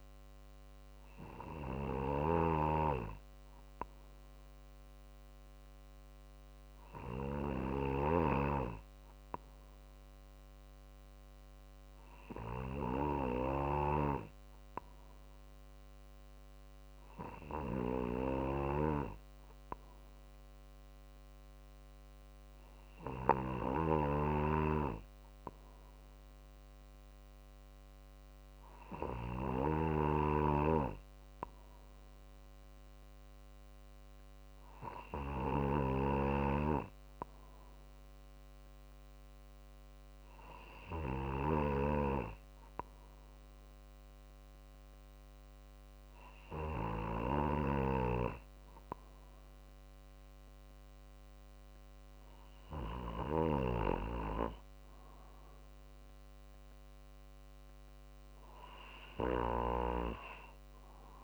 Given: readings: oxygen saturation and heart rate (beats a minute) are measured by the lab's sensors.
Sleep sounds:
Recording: breathing in sleep by a microphone on the trachea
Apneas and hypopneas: none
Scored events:
1.50-8.00 s: snoring (device-marked)
29.00-53.50 s: snoring (device-marked)
From the record:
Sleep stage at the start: N2 (light sleep)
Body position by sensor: on the right side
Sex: male

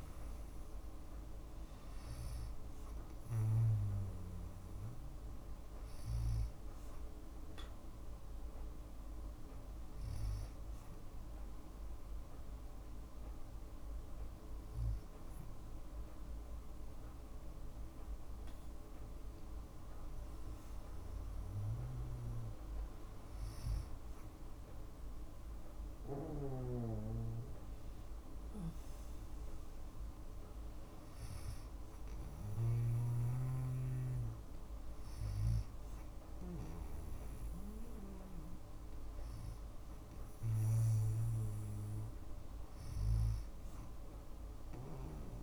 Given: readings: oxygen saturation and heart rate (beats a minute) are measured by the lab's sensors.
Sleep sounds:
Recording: breathing in sleep by a room microphone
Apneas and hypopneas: 1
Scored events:
7.50-20.00 s: hypopnea (oxygen 96% before, 94% lowest, heart rate 59 before, 55 extreme, up 2 after)
22.00-25.50 s: arousal
From the record:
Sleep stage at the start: N2 (light sleep)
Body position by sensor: on the left side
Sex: female

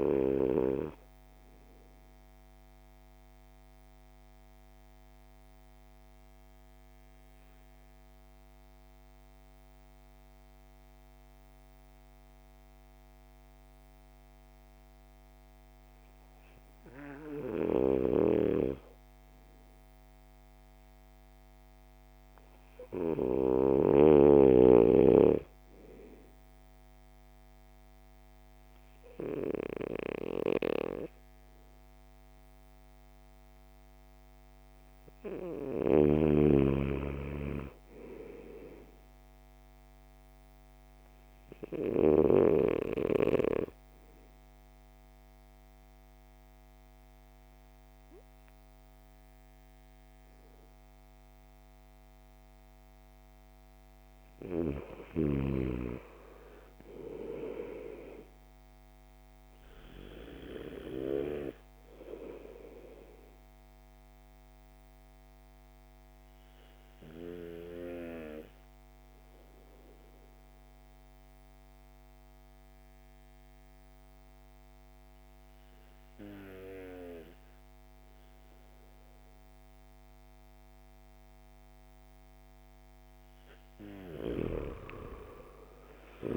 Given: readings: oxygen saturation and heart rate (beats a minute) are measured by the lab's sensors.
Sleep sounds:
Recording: breathing in sleep by a microphone on the trachea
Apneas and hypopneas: 3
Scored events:
0.00-20.00 s: oxygen desaturation (device-marked, oxygen 87% lowest)
1.50-17.50 s: obstructive apnea (oxygen 98% before, 87% lowest)
17.00-23.50 s: snoring (device-marked)
23.00-28.00 s: arousal
40.50-52.00 s: obstructive apnea (oxygen 98% before, 92% lowest)
42.00-60.00 s: oxygen desaturation (device-marked, oxygen 97% before, 92% lowest)
54.50-60.00 s: arousal
63.00-82.00 s: obstructive apnea (oxygen 97% before, 85% lowest)
76.00-81.00 s: oxygen desaturation (device-marked, oxygen 96% before, 92% lowest)
83.00-86.37 s: arousal
From the record:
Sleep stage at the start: N2 (light sleep)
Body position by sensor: on the back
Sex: male

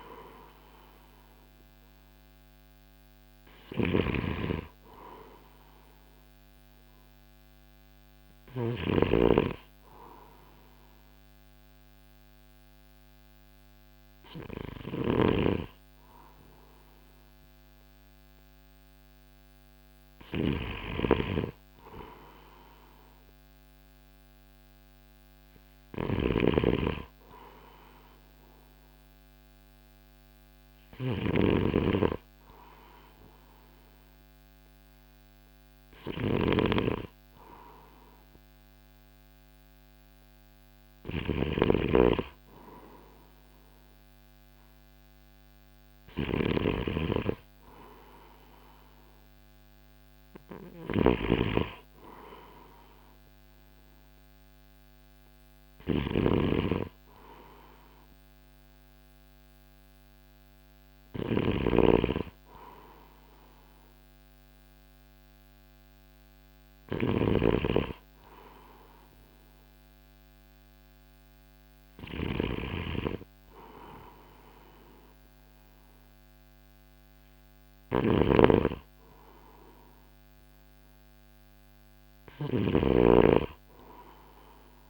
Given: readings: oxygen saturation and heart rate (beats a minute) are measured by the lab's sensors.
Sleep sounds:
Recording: breathing in sleep by a microphone on the trachea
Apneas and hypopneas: none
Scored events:
0.00-8.50 s: snoring (device-marked)
14.50-84.90 s: snoring (device-marked)
From the record:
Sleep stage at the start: N2 (light sleep)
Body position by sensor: on the right side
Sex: male

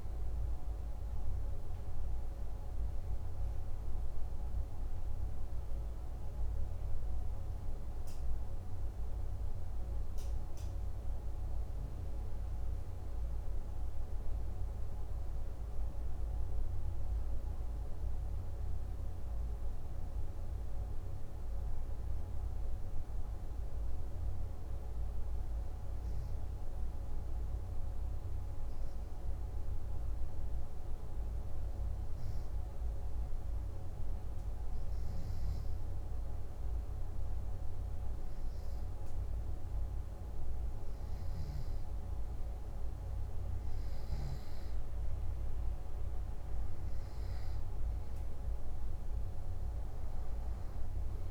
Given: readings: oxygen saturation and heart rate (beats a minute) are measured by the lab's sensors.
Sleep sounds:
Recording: breathing in sleep, hard to hear, by a room microphone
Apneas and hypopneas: 1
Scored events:
21.00-40.00 s: hypopnea (oxygen 96% before, 92% lowest, heart rate 62 before, 63 extreme, up 2 after)
36.00-51.31 s: oxygen desaturation (device-marked, oxygen 96% before, 92% lowest, heart rate 62 before, 58 extreme)
41.50-45.50 s: arousal
From the record:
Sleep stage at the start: N2 (light sleep)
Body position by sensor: on the back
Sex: male

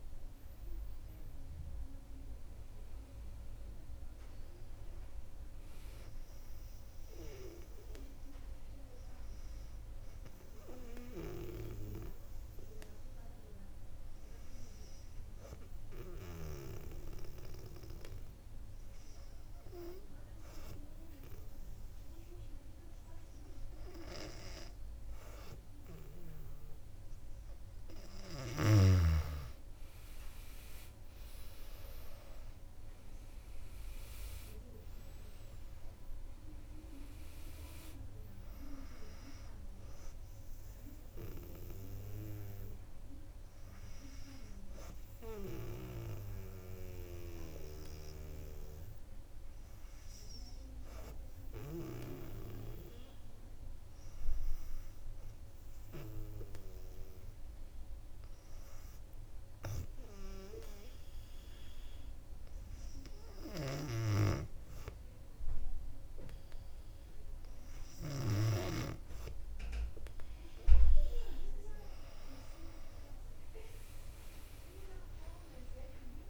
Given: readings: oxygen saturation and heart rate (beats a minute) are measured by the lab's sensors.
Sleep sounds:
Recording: breathing in sleep by a room microphone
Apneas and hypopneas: 2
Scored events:
11.50-25.50 s: obstructive apnea (oxygen 99% before, 96% lowest, heart rate 63 before, 59 extreme, up 5 after)
29.00-34.00 s: arousal
41.50-55.50 s: hypopnea (oxygen 99% before, 96% lowest, heart rate 64 before, 59 extreme, up 6 after)
58.00-60.50 s: arousal
From the record:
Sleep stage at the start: N2 (light sleep)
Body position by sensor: on the back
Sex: female

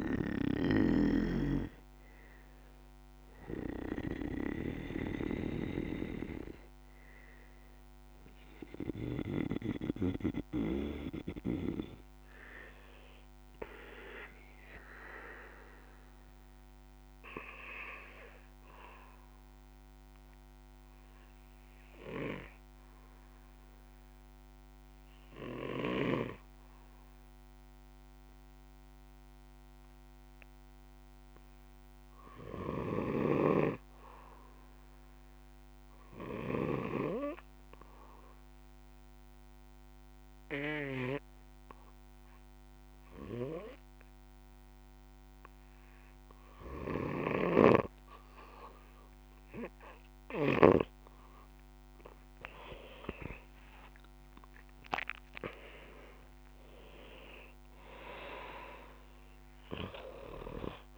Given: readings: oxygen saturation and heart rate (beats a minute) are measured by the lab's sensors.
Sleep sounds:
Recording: breathing in sleep by a microphone on the trachea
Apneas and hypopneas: 1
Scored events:
0.00-23.00 s: oxygen desaturation (device-marked, oxygen 85% lowest, heart rate 56 extreme)
17.00-49.50 s: obstructive apnea (oxygen 94% before, 88% lowest, heart rate 63 before, 59 extreme, up 8 after)
47.00-50.50 s: snoring (device-marked)
51.50-56.00 s: arousal
From the record:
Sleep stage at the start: REM sleep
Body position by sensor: on the back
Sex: male

